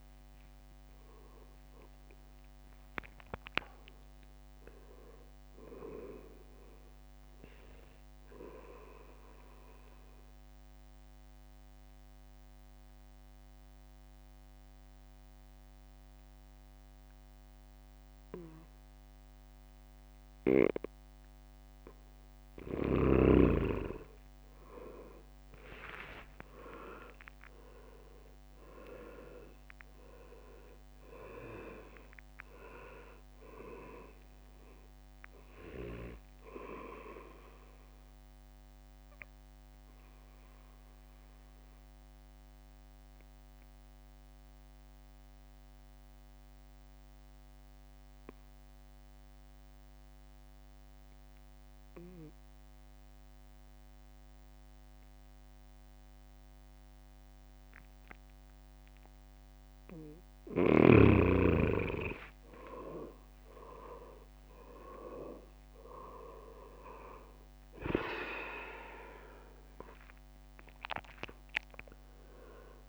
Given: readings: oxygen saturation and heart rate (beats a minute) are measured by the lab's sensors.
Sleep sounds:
a person partly awake in a sleep study, by a microphone on the trachea; 2
0.00-5.00 s: oxygen desaturation (device-marked, oxygen 89% lowest, heart rate 60 extreme)
0.00-9.00 s: drop in pulse transit time (device-marked, heart rate 70 extreme)
4.00-7.50 s: leg movement (device-marked)
6.00-72.89 s: new sleep stage, N2 (light sleep)
10.00-22.00 s: obstructive apnea (oxygen 96% before, 92% lowest, heart rate 73 before, 61 extreme, up 11 after)
24.00-28.50 s: arousal
25.00-38.00 s: drop in pulse transit time (device-marked, heart rate 67 before, 65 extreme)
25.50-28.50 s: leg movement (device-marked)
28.00-49.00 s: oxygen desaturation (device-marked, oxygen 99% before, 94% lowest, heart rate 66 before, 62 extreme)
39.00-60.00 s: obstructive apnea (oxygen 99% before, 91% lowest, heart rate 68 before, 61 extreme, up 12 after)
61.00-72.89 s: oxygen desaturation (device-marked, oxygen 99% before, 91% lowest, heart rate 64 before, 61 extreme)
61.50-65.00 s: arousal
65.00-72.89 s: drop in pulse transit time (device-marked, heart rate 64 before, 68 extreme)
From the record:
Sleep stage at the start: awake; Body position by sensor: on the back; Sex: male

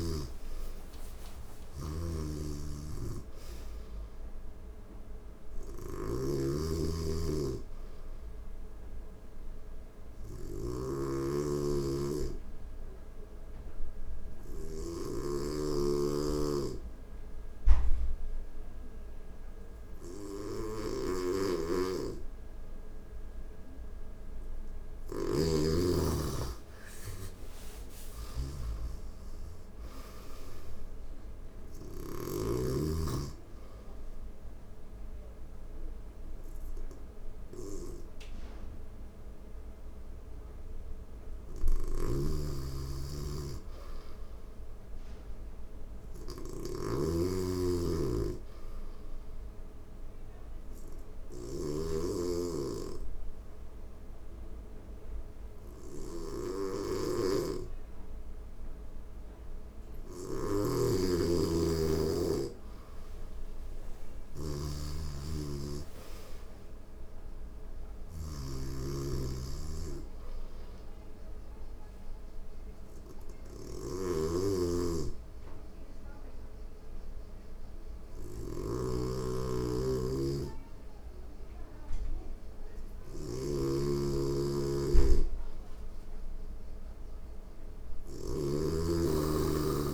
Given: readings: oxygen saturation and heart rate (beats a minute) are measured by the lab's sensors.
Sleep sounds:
breathing in sleep by a room microphone; 3
0.00-1.50 s: arousal
0.00-14.00 s: snoring (device-marked)
0.50-23.50 s: oxygen desaturation (device-marked, oxygen 96% before, 90% lowest, heart rate 90 before, 88 extreme)
9.50-23.00 s: hypopnea (oxygen 96% before, 89% lowest, heart rate 90 before, 88 extreme, up 4 after)
20.00-31.50 s: snoring (device-marked)
26.00-29.50 s: arousal
33.50-52.50 s: oxygen desaturation (device-marked, oxygen 95% before, 89% lowest, heart rate 89 before, 89 extreme)
41.00-89.94 s: snoring (device-marked)
50.00-60.50 s: hypopnea (oxygen 95% before, 91% lowest, heart rate 91 before, 88 extreme, up 3 after)
62.50-67.00 s: arousal
72.00-84.50 s: hypopnea (oxygen 96% before, 91% lowest, heart rate 91 before, 88 extreme, up 1 after)
75.50-89.94 s: oxygen desaturation (device-marked, oxygen 95% before, 91% lowest, heart rate 91 before, 88 extreme)
88.50-89.94 s: arousal
From the record:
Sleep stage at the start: N2 (light sleep); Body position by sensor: on the back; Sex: female

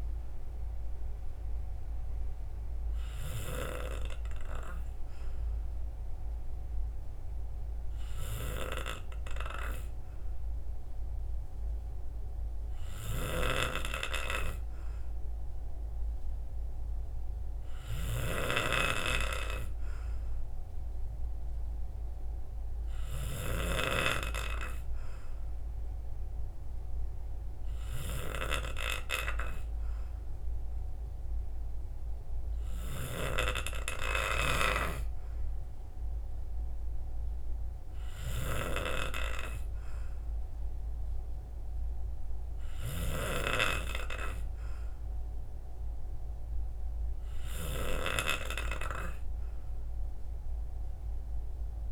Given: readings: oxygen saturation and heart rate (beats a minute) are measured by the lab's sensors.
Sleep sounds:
breathing in sleep by a room microphone; none
none scored
From the record:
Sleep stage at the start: N3 (deep sleep); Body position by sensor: on the right side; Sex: male

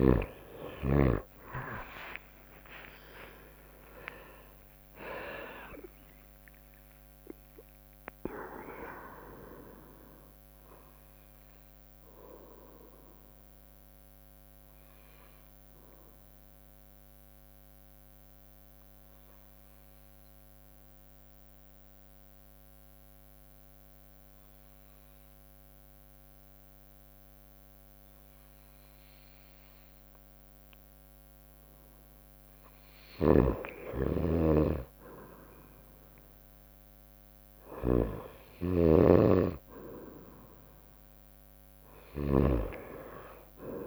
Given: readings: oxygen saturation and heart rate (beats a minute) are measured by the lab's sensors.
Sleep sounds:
breathing in sleep by a microphone on the trachea; 1
0.00-4.50 s: tachycardia (device-marked, heart rate 114 extreme)
0.50-20.50 s: oxygen desaturation (device-marked, oxygen 96% before, 92% lowest, heart rate 62 before, 60 extreme)
1.00-5.50 s: arousal
1.50-14.50 s: drop in pulse transit time (device-marked, heart rate 62 before, 68 extreme)
3.50-5.50 s: long interval between heartbeats (device-marked, heart rate 66 before, 114 extreme)
12.00-31.50 s: obstructive apnea (oxygen 96% before, 92% lowest, heart rate 81 before, 59 extreme, up 2 after)
33.00-43.87 s: snoring (device-marked)
33.50-37.50 s: arousal
38.50-43.87 s: oxygen desaturation (device-marked, oxygen 98% before, 94% lowest, heart rate 61 before, 57 extreme)
From the record:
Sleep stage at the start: N2 (light sleep); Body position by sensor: on the right side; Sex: female

